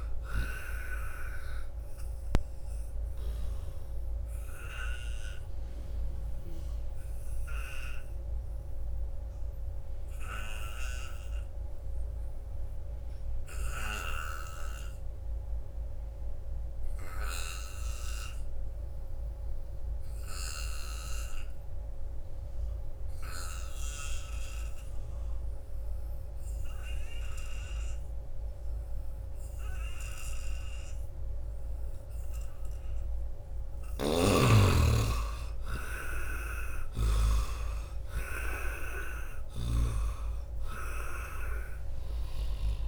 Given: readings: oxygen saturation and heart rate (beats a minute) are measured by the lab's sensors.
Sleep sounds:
breathing in sleep by a room microphone; 1
0.00-3.50 s: snoring (device-marked)
0.00-14.50 s: oxygen desaturation (device-marked, oxygen 78% lowest, heart rate 79 extreme)
3.00-34.00 s: obstructive apnea (oxygen 98% before, 78% lowest, heart rate 85 before, 79 extreme, up 12 after)
26.50-42.88 s: oxygen desaturation (device-marked, oxygen 98% before, 80% lowest, heart rate 86 before, 79 extreme)
33.50-40.00 s: snoring (device-marked)
From the record:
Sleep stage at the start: N2 (light sleep); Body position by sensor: on the back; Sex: male

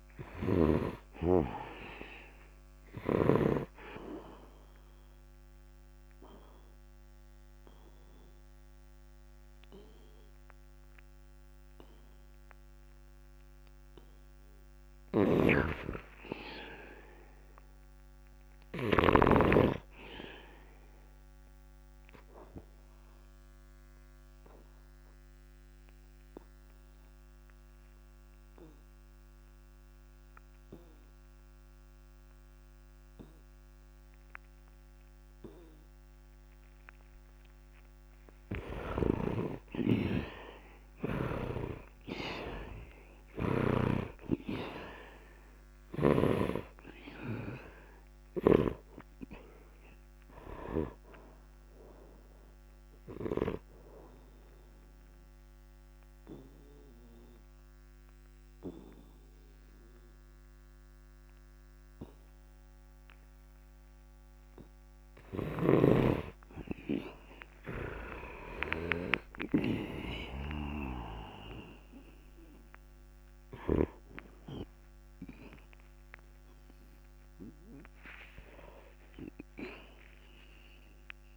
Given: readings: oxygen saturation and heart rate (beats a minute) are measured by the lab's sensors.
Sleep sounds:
a person partly awake in a sleep study, by a microphone on the trachea; 3
0.00-3.50 s: snoring (device-marked)
3.00-19.00 s: oxygen desaturation (device-marked, oxygen 98% before, 88% lowest, heart rate 68 before, 55 extreme)
3.00-63.00 s: new sleep stage, N2 (light sleep)
5.00-15.00 s: obstructive apnea (oxygen 100% before, 76% lowest, heart rate 67 before, 59 extreme, up 4 after)
15.00-19.00 s: snoring (device-marked)
16.50-20.50 s: arousal
24.00-38.00 s: obstructive apnea (oxygen 98% before, 76% lowest, heart rate 64 before, 55 extreme, up 0 after)
29.00-36.00 s: oxygen desaturation (device-marked, oxygen 96% before, 89% lowest, heart rate 64 before, 55 extreme)
39.50-43.50 s: arousal
50.00-64.00 s: oxygen desaturation (device-marked, oxygen 94% before, 76% lowest, heart rate 61 before, 68 extreme)
54.50-65.50 s: obstructive apnea (oxygen 95% before, 76% lowest, heart rate 61 before, 68 extreme, up 1 after)
63.00-81.37 s: new sleep stage, N1 (lightest sleep)
65.50-74.00 s: snoring (device-marked)
68.00-72.50 s: arousal
73.00-81.37 s: oxygen desaturation (device-marked, oxygen 100% before, 92% lowest, heart rate 69 before, 66 extreme)
From the record:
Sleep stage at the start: awake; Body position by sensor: on the back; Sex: male

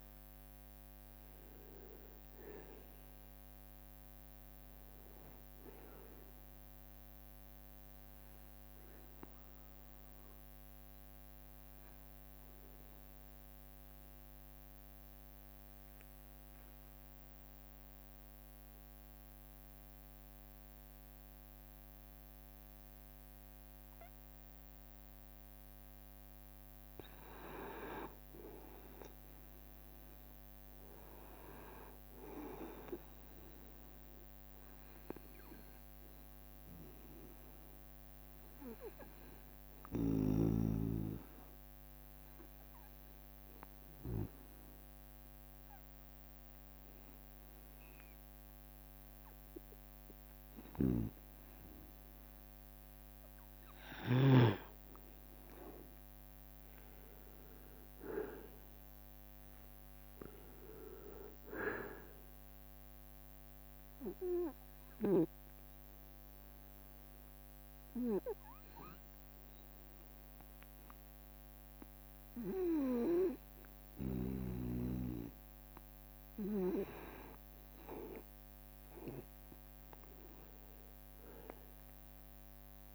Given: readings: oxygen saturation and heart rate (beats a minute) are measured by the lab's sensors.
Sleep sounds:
breathing in sleep by a microphone on the trachea; 3
0.00-17.00 s: oxygen desaturation (device-marked, oxygen 91% lowest, heart rate 68 extreme)
9.50-26.00 s: obstructive apnea (oxygen 98% before, 91% lowest, heart rate 70 before, 68 extreme, up 2 after)
16.50-19.50 s: leg movement (device-marked)
27.50-31.50 s: arousal
33.00-34.00 s: leg movement (device-marked)
34.00-49.00 s: oxygen desaturation (device-marked, oxygen 98% before, 94% lowest, heart rate 70 before, 70 extreme)
36.00-52.00 s: obstructive apnea (oxygen 98% before, 92% lowest, heart rate 70 before, 70 extreme, up 9 after)
41.00-44.00 s: leg movement (device-marked)
48.50-50.50 s: long interval between heartbeats (device-marked, heart rate 70 before, 79 extreme)
54.50-59.00 s: arousal
56.00-58.00 s: leg movement (device-marked)
63.00-74.00 s: obstructive apnea (oxygen 96% before, 90% lowest, heart rate 74 before, 70 extreme, up 3 after)
63.00-79.00 s: oxygen desaturation (device-marked, oxygen 95% before, 92% lowest, heart rate 74 before, 70 extreme)
80.00-82.95 s: arousal
81.00-82.95 s: leg movement (device-marked)
From the record:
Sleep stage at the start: N2 (light sleep); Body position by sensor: on the right side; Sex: male

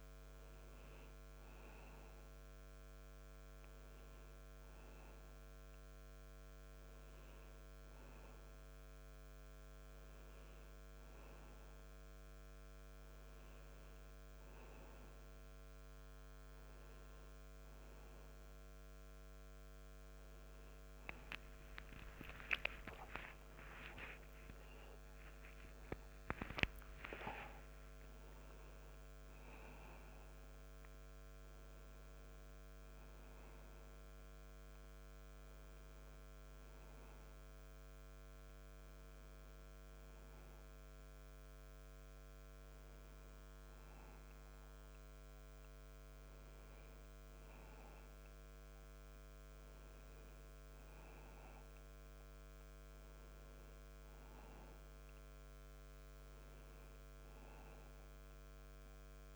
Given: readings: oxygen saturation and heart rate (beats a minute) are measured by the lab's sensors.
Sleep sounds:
a person awake in a sleep study, by a microphone on the trachea; none
36.00-59.36 s: new sleep stage, N1 (lightest sleep)
From the record:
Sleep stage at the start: awake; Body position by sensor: on the back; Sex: male

